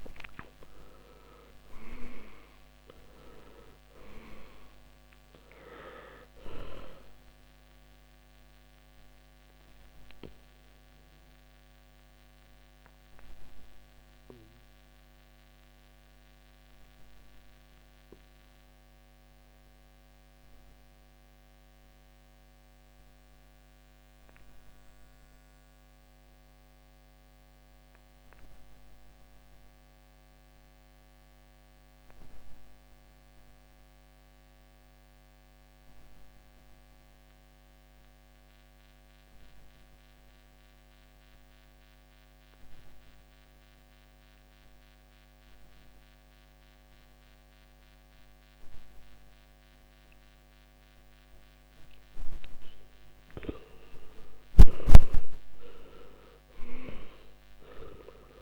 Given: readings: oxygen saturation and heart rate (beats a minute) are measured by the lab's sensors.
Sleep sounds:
breathing in sleep by a microphone on the trachea; 1
0.00-2.00 s: arousal
0.50-39.50 s: oxygen desaturation (device-marked, oxygen 98% before, 82% lowest, heart rate 57 before, 49 extreme)
8.00-53.00 s: obstructive apnea (oxygen 98% before, 78% lowest, heart rate 63 before, 49 extreme, up 17 after)
55.00-58.42 s: arousal
55.50-58.42 s: oxygen desaturation (device-marked, oxygen 97% before, 78% lowest, heart rate 55 before, 54 extreme)
From the record:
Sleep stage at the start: N2 (light sleep); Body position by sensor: on the back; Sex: male

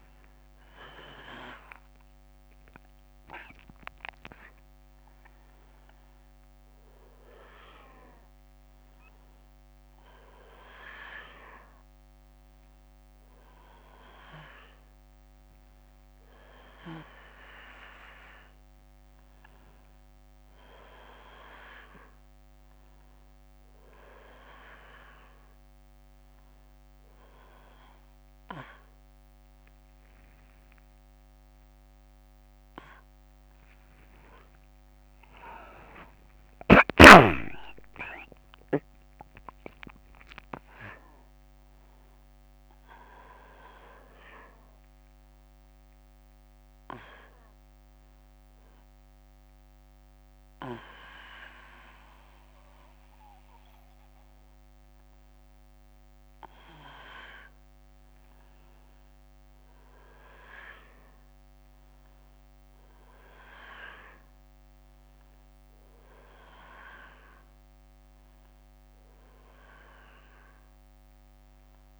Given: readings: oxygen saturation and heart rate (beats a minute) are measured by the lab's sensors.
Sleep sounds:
a person awake in a sleep study, by a microphone on the trachea; none
38.00-72.00 s: new sleep stage, N1 (lightest sleep)
41.00-51.00 s: oxygen desaturation (device-marked, oxygen 97% before, 94% lowest, heart rate 77 before, 65 extreme)
From the record:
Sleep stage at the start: awake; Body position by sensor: on the back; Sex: male

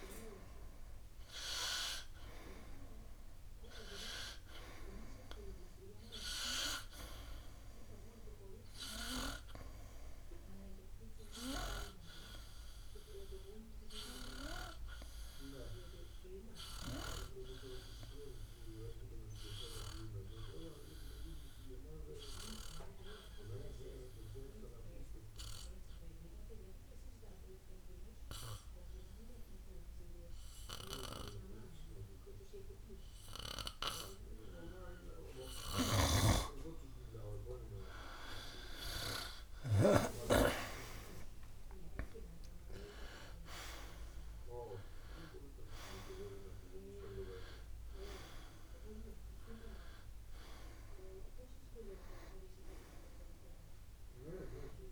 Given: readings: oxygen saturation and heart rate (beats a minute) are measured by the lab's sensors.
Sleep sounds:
breathing in sleep by a room microphone; 1
16.00-35.00 s: obstructive apnea (oxygen 97% before, 93% lowest, heart rate 58 before, 57 extreme, up 6 after)
38.50-44.00 s: arousal
43.00-54.92 s: oxygen desaturation (device-marked, oxygen 97% before, 94% lowest, heart rate 59 before, 56 extreme)
From the record:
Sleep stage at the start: N2 (light sleep); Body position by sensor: on the back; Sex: male

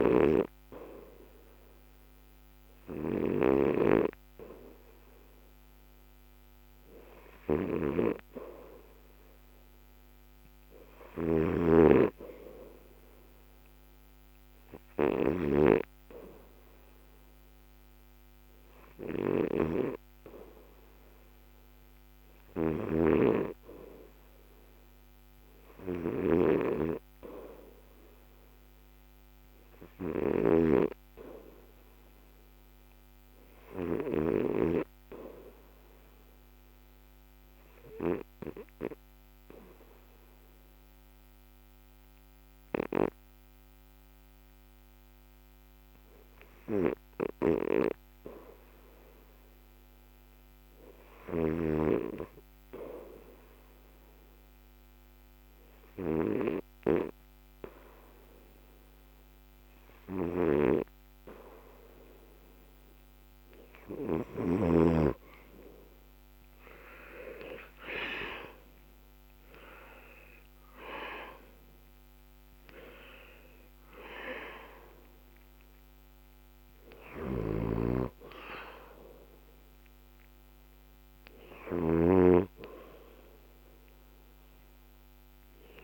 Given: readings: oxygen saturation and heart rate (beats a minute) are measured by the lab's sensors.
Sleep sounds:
breathing in sleep by a microphone on the trachea; 1
10.00-22.00 s: oxygen desaturation (device-marked, oxygen 86% before, 79% lowest, heart rate 68 before, 63 extreme)
11.00-15.50 s: snoring (device-marked)
22.50-30.50 s: snoring (device-marked)
36.00-49.00 s: mixed apnea (oxygen 87% before, 78% lowest, heart rate 72 before, 61 extreme, up 0 after)
52.00-55.50 s: arousal
53.00-85.83 s: new sleep stage, N2 (light sleep)
63.00-79.00 s: oxygen desaturation (device-marked, oxygen 87% before, 78% lowest, heart rate 62 before, 63 extreme)
77.50-85.83 s: snoring (device-marked)
From the record:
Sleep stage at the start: REM sleep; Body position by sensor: on the back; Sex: male

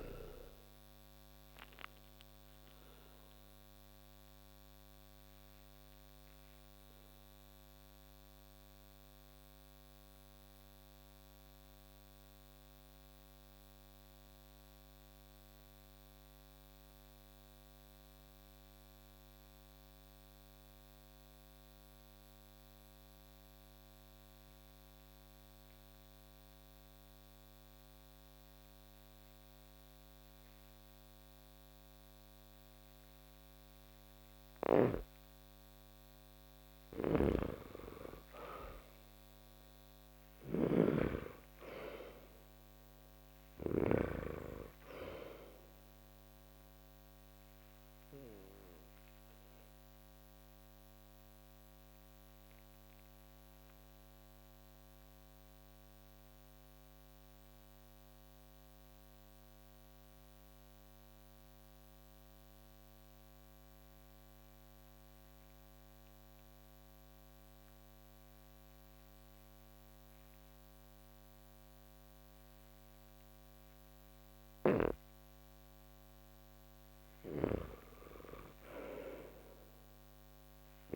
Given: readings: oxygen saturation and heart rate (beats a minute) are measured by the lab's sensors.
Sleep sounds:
breathing in sleep by a microphone on the trachea; 2
0.00-16.50 s: oxygen desaturation (device-marked, oxygen 87% lowest)
5.50-34.00 s: mixed apnea (oxygen 97% before, 82% lowest)
18.50-25.50 s: oxygen desaturation (device-marked, oxygen 91% before, 84% lowest)
36.50-43.50 s: snoring (device-marked)
36.50-66.50 s: oxygen desaturation (device-marked, oxygen 98% before, 82% lowest)
37.00-40.50 s: arousal
48.00-74.00 s: obstructive apnea (oxygen 98% before, 82% lowest)
76.50-80.96 s: snoring (device-marked)
79.50-80.96 s: arousal
From the record:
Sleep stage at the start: N2 (light sleep); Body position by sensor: on the back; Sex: male

